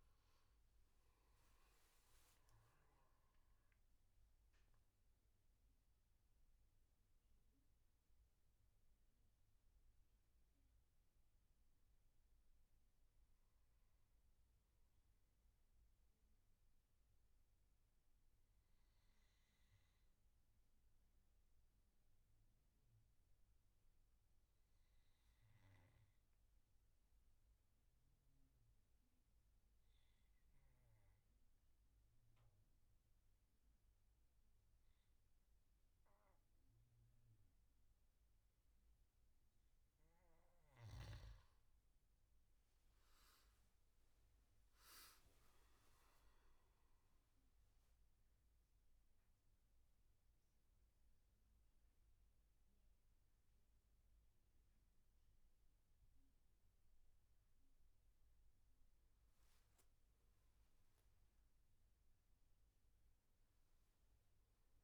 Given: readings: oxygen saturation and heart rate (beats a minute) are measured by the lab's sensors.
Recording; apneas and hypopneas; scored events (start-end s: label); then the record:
breathing in sleep, hard to hear, by a room microphone; 1
0.00-8.50 s: oxygen desaturation (device-marked, oxygen 89% lowest, heart rate 66 extreme)
6.50-40.00 s: obstructive apnea (oxygen 97% before, 89% lowest, heart rate 81 before, 65 extreme, up 16 after)
41.50-64.84 s: oxygen desaturation (device-marked, oxygen 98% before, 92% lowest, heart rate 70 before, 65 extreme)
43.00-48.00 s: arousal
From the record:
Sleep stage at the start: N2 (light sleep); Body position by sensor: on the back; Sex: male